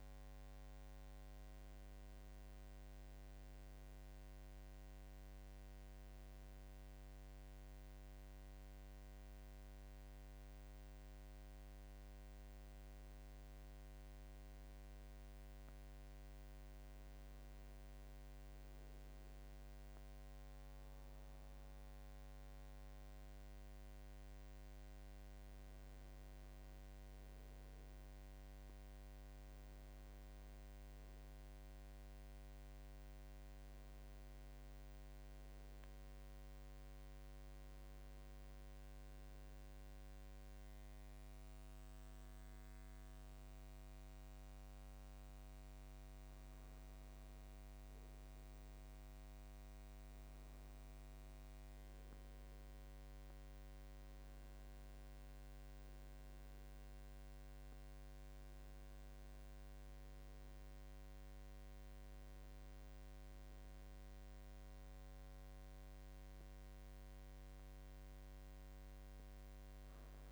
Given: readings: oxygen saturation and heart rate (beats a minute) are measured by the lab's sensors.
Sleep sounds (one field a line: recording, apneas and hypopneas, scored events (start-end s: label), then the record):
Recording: breathing in sleep, hard to hear, by a microphone on the trachea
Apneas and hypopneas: none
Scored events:
50.50-70.32 s: new sleep stage, N2 (light sleep)
From the record:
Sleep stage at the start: N1 (lightest sleep)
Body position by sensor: on the right side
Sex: male